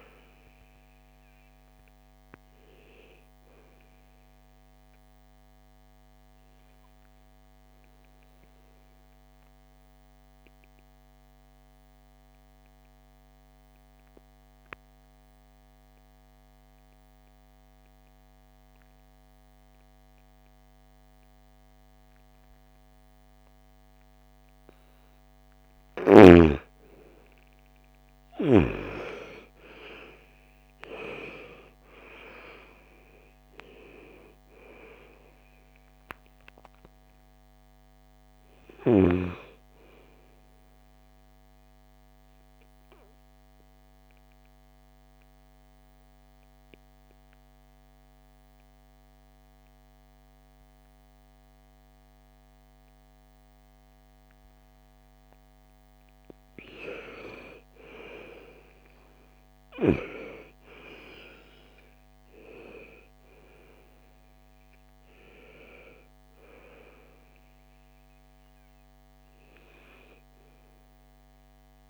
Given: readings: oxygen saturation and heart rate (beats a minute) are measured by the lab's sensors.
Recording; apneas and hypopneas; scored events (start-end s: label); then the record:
breathing in sleep by a microphone on the trachea; 2
6.00-20.00 s: oxygen desaturation (device-marked, oxygen 98% before, 92% lowest, heart rate 66 before, 50 extreme)
9.00-25.00 s: obstructive apnea (oxygen 98% before, 87% lowest, heart rate 66 before, 50 extreme, up 4 after)
27.00-30.00 s: arousal
27.00-46.00 s: oxygen desaturation (device-marked, oxygen 99% before, 87% lowest, heart rate 56 before, 55 extreme)
43.00-54.50 s: obstructive apnea (oxygen 99% before, 86% lowest, heart rate 63 before, 55 extreme, up 14 after)
57.00-61.00 s: arousal
58.00-71.90 s: oxygen desaturation (device-marked, oxygen 98% before, 91% lowest, heart rate 61 before, 56 extreme)
From the record:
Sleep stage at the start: N2 (light sleep); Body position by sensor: on the right side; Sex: female